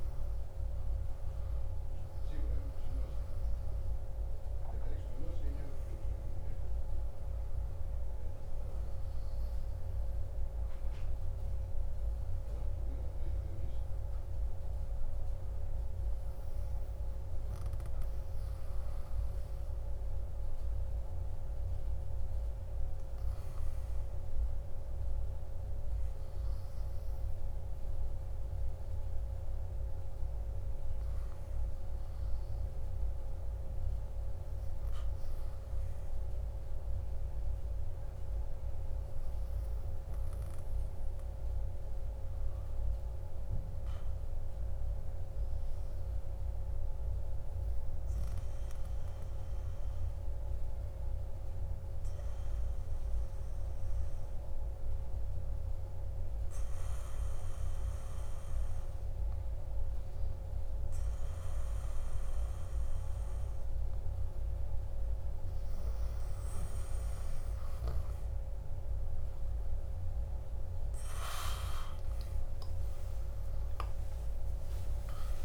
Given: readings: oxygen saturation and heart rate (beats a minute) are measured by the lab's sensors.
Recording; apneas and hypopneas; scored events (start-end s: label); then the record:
breathing in sleep, hard to hear, by a room microphone; 1
3.50-7.50 s: arousal
40.50-66.50 s: hypopnea (oxygen 99% before, 96% lowest, heart rate 54 before, 51 extreme, up 6 after)
60.00-75.45 s: new sleep stage, N1 (lightest sleep)
72.00-75.45 s: oxygen desaturation (device-marked, oxygen 99% before, 96% lowest, heart rate 54 before, 52 extreme)
73.00-75.45 s: arousal
From the record:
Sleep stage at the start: N2 (light sleep); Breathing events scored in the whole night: 115 in 3.9 hours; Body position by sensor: on the back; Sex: male